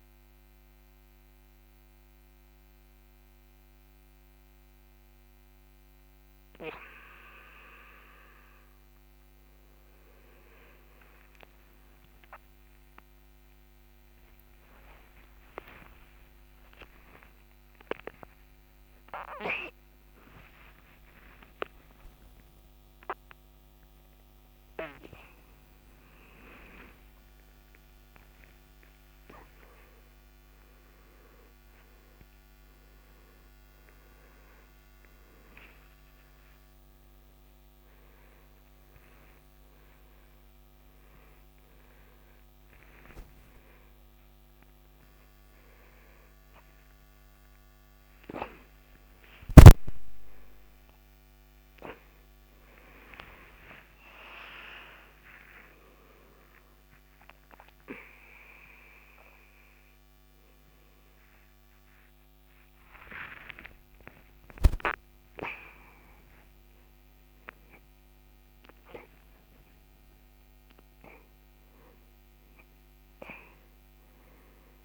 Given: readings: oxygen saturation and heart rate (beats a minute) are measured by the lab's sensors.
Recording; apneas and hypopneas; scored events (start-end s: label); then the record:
a person awake in a sleep study, by a microphone on the trachea; none
24.50-74.84 s: new sleep stage, awake
56.50-74.50 s: oxygen desaturation (device-marked, oxygen 97% before, 93% lowest)
From the record:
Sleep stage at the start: N2 (light sleep); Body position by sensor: on the back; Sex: male